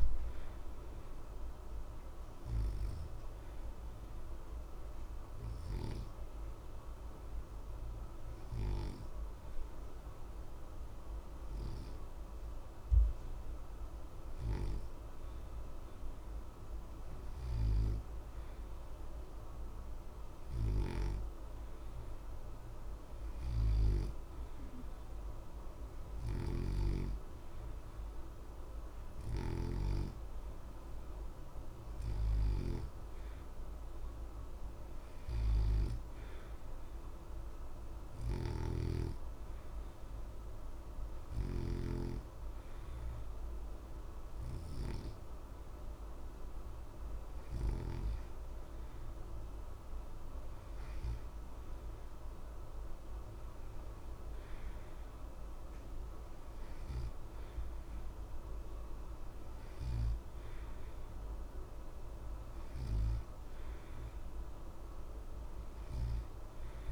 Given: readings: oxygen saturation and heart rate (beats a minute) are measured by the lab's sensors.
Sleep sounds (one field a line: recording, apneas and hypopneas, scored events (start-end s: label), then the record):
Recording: breathing in sleep by a room microphone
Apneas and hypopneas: 2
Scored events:
0.00-14.00 s: oxygen desaturation (device-marked, oxygen 88% lowest, heart rate 60 extreme)
1.00-14.50 s: obstructive apnea (oxygen 92% before, 88% lowest, heart rate 60 before, 60 extreme, up 0 after)
17.00-20.50 s: arousal
36.00-48.50 s: obstructive apnea (oxygen 93% before, 88% lowest, heart rate 60 before, 60 extreme, up 0 after)
52.00-56.50 s: arousal
From the record:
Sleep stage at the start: N2 (light sleep)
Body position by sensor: on the back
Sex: male